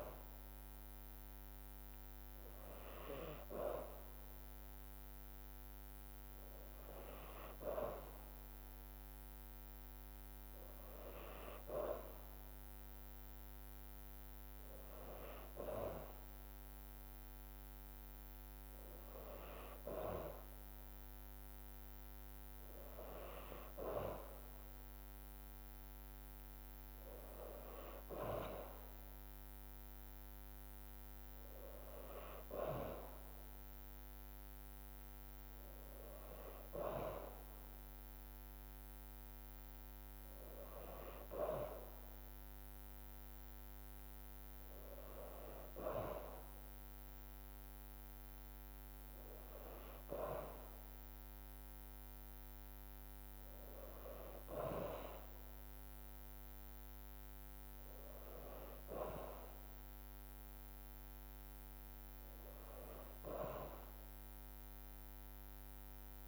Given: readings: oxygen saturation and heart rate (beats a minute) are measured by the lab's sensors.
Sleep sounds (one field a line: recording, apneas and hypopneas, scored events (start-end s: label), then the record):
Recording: breathing in sleep by a microphone on the trachea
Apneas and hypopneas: none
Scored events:
40.50-52.50 s: drop in pulse transit time (device-marked, heart rate 56 before, 54 extreme)
From the record:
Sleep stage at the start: N2 (light sleep)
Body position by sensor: on the back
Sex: female